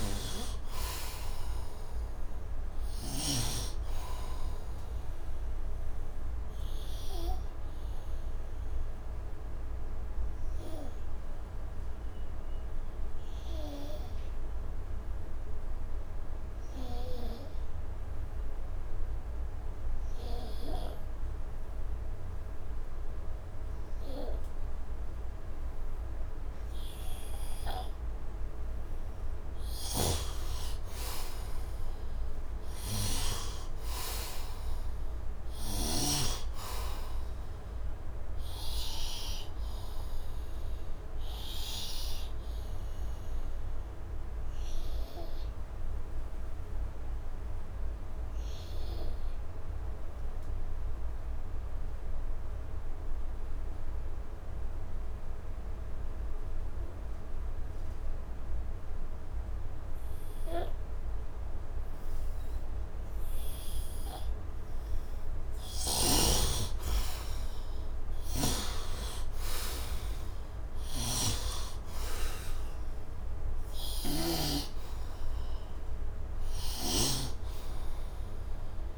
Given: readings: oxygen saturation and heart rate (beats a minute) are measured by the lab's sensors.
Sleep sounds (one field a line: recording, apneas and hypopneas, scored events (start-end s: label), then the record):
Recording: breathing in sleep by a room microphone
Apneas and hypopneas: 2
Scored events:
0.00-25.50 s: oxygen desaturation (device-marked, oxygen 68% lowest, heart rate 70 extreme)
7.00-27.50 s: obstructive apnea (oxygen 88% before, 68% lowest, heart rate 80 before, 68 extreme, up 9 after)
27.50-50.50 s: oxygen desaturation (device-marked, oxygen 100% before, 79% lowest, heart rate 74 before, 68 extreme)
29.50-36.00 s: snoring (device-marked)
30.00-34.00 s: arousal
39.50-65.00 s: obstructive apnea (oxygen 100% before, 75% lowest, heart rate 77 before, 68 extreme, up 11 after)
58.50-78.98 s: oxygen desaturation (device-marked, oxygen 99% before, 75% lowest, heart rate 73 before, 71 extreme)
67.50-72.00 s: arousal
70.50-77.00 s: snoring (device-marked)
From the record:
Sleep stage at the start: N2 (light sleep)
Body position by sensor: on the right side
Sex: male